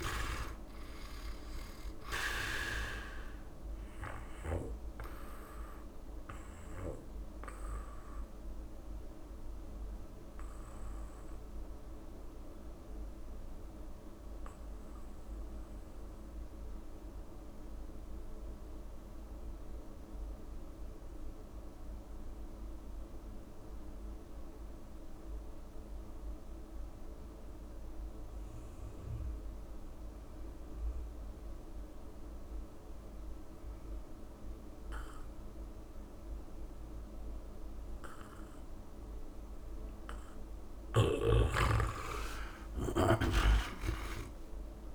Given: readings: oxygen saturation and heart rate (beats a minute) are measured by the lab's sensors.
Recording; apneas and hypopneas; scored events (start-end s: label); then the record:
breathing in sleep by a room microphone; 1
0.00-4.50 s: snoring (device-marked)
0.00-15.50 s: oxygen desaturation (device-marked, oxygen 83% lowest, heart rate 67 extreme)
4.00-39.00 s: obstructive apnea (oxygen 99% before, 83% lowest, heart rate 78 before, 67 extreme, up 22 after)
29.50-44.95 s: oxygen desaturation (device-marked, oxygen 99% before, 89% lowest, heart rate 71 before, 68 extreme)
42.00-44.95 s: arousal
43.00-44.95 s: snoring (device-marked)
From the record:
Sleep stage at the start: N2 (light sleep); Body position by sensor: on the back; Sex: male